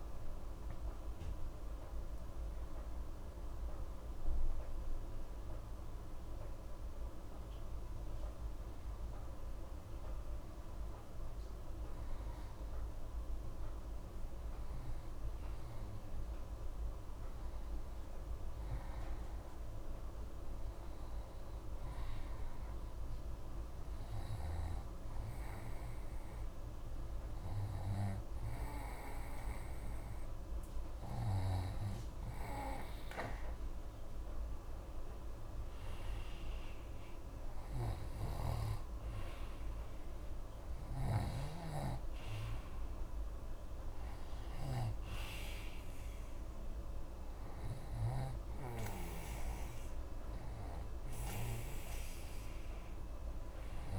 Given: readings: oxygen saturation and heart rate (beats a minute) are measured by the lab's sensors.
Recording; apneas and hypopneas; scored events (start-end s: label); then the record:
breathing in sleep by a room microphone; none
17.50-53.99 s: new sleep stage, N2 (light sleep)
23.50-34.50 s: oxygen desaturation (device-marked, oxygen 95% before, 91% lowest)
48.00-53.99 s: snoring (device-marked)
From the record:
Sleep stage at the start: N1 (lightest sleep); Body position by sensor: on the back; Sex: male